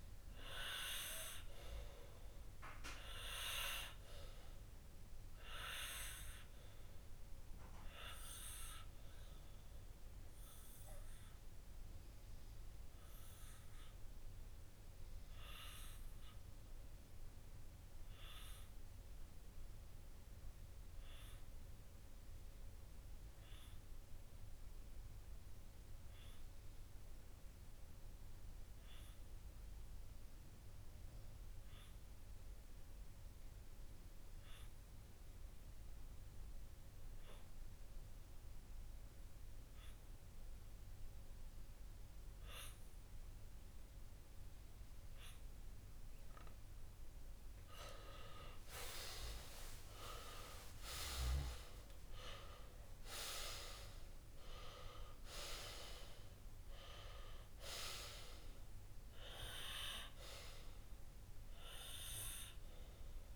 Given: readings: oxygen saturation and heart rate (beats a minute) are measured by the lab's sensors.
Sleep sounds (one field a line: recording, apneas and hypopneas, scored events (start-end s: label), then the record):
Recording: breathing in sleep by a room microphone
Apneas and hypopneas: 1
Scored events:
0.00-7.50 s: oxygen desaturation (device-marked, oxygen 94% lowest)
10.00-45.50 s: obstructive apnea (oxygen 98% before, 93% lowest)
49.00-53.50 s: arousal
62.00-63.35 s: long interval between heartbeats (device-marked)
From the record:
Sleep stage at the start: N2 (light sleep)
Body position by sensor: on the left side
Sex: male